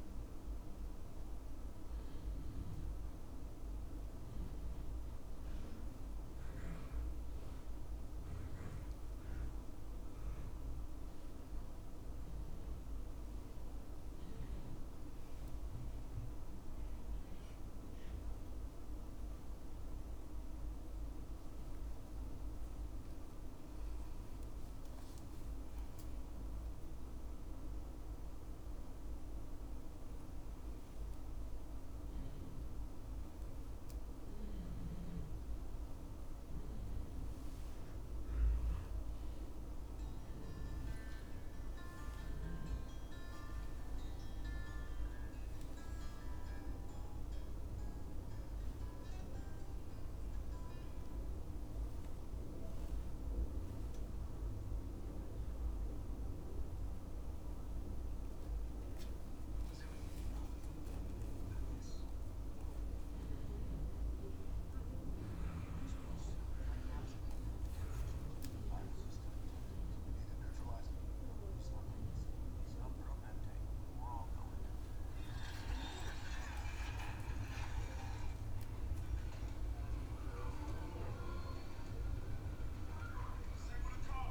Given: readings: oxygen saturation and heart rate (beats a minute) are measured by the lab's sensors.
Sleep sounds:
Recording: a person awake in a sleep study, hard to hear, by a room microphone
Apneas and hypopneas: none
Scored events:
none scored
From the record:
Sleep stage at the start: awake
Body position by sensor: on the back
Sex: male

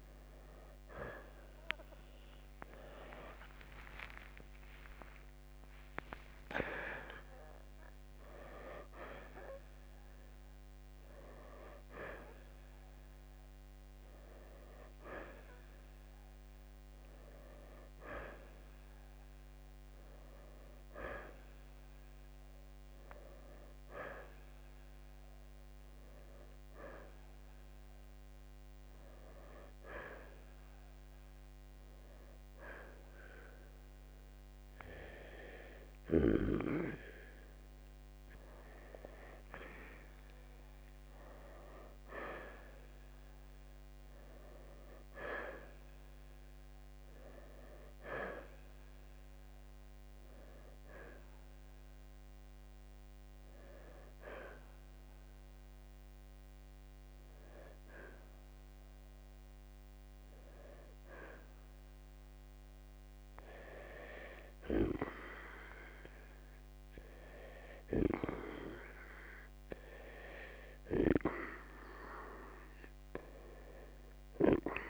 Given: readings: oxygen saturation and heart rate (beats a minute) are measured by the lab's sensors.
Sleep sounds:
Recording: breathing in sleep by a microphone on the trachea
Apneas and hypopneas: none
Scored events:
3.50-8.50 s: arousal
40.50-45.50 s: arousal
63.00-74.90 s: new sleep stage, N2 (light sleep)
From the record:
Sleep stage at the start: N1 (lightest sleep)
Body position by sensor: on the right side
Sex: male

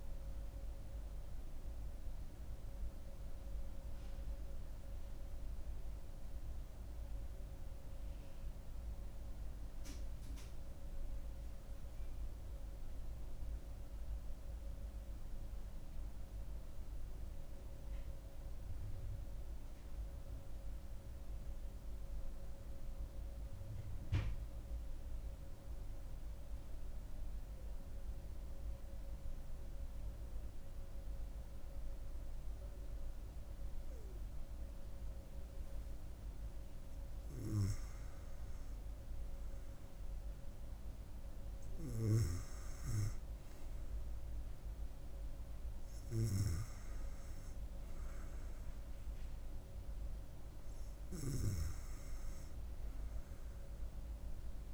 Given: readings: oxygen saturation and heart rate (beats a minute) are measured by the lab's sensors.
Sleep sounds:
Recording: breathing in sleep by a room microphone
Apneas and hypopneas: 1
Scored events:
0.00-8.50 s: oxygen desaturation (device-marked, oxygen 91% lowest, heart rate 66 extreme)
17.00-32.50 s: central apnea (oxygen 98% before, 93% lowest, heart rate 78 before, 66 extreme, up 4 after)
35.00-39.50 s: arousal
From the record:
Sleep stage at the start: N2 (light sleep)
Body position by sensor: on the back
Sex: female

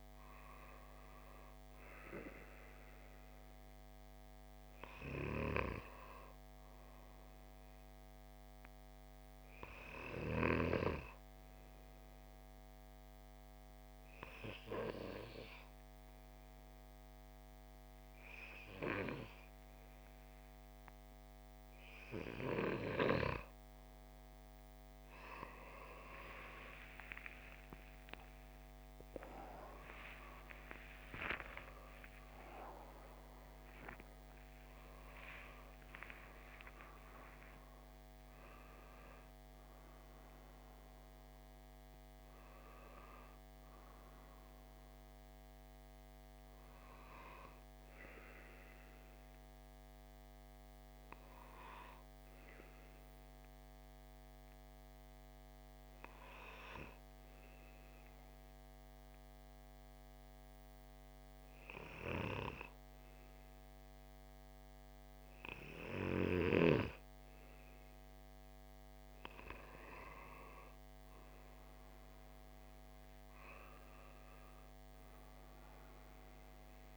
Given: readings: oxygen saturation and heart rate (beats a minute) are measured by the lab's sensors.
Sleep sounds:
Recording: breathing in sleep by a microphone on the trachea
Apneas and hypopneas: 2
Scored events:
9.00-22.50 s: obstructive apnea (oxygen 97% before, 94% lowest, heart rate 46 before, 37 extreme, up 4 after)
26.50-31.50 s: arousal
56.50-70.00 s: hypopnea (oxygen 98% before, 94% lowest)
71.50-76.97 s: oxygen desaturation (device-marked, oxygen 97% before, 94% lowest)
72.00-75.50 s: arousal
From the record:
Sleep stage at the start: N2 (light sleep)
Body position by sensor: on the left side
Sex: male

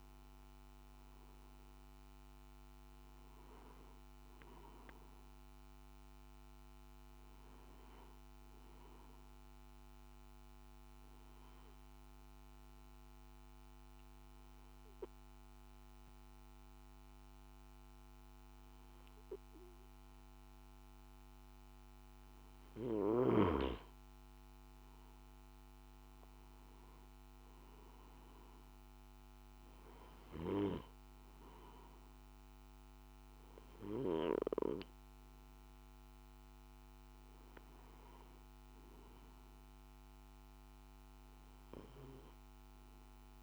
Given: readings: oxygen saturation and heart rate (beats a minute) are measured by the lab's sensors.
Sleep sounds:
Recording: breathing in sleep by a microphone on the trachea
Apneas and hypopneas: 1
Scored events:
0.00-1.50 s: arousal
2.00-21.00 s: oxygen desaturation (device-marked, oxygen 97% before, 93% lowest, heart rate 58 before, 55 extreme)
11.00-23.50 s: obstructive apnea (oxygen 97% before, 90% lowest, heart rate 59 before, 55 extreme, up 3 after)
26.00-28.50 s: arousal
33.00-43.42 s: oxygen desaturation (device-marked, oxygen 97% before, 93% lowest, heart rate 59 before, 57 extreme)
From the record:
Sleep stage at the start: N2 (light sleep)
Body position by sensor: on the back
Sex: male

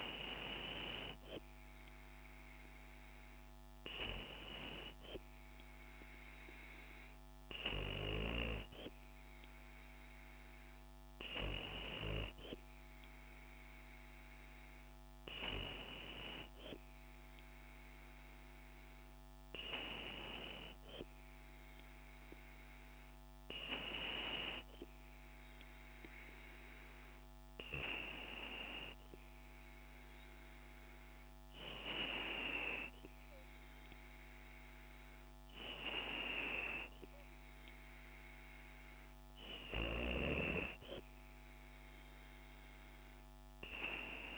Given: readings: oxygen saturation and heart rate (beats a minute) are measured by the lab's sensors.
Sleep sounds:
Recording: breathing in sleep by a microphone on the trachea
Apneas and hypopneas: none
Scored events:
none scored
From the record:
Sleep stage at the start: N2 (light sleep)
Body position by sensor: on the back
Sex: female

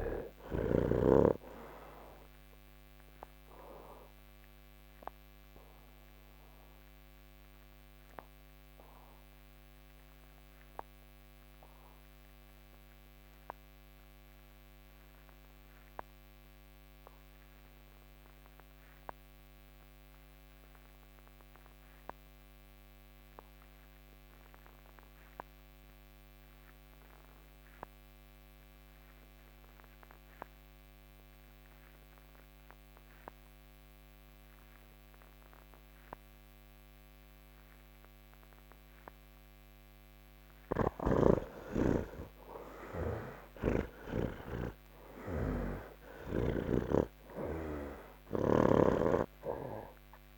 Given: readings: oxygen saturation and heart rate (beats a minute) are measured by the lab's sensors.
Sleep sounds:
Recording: breathing in sleep by a microphone on the trachea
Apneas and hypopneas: 1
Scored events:
0.00-20.50 s: oxygen desaturation (device-marked, oxygen 64% lowest, heart rate 75 extreme)
3.50-39.00 s: obstructive apnea (oxygen 87% before, 64% lowest, heart rate 133 before, 104 extreme, up 41 after)
22.50-50.38 s: oxygen desaturation (device-marked, oxygen 97% before, 66% lowest, heart rate 142 before, 60 extreme)
43.00-46.50 s: snoring (device-marked)
From the record:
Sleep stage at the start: N2 (light sleep)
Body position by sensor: on the back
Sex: male

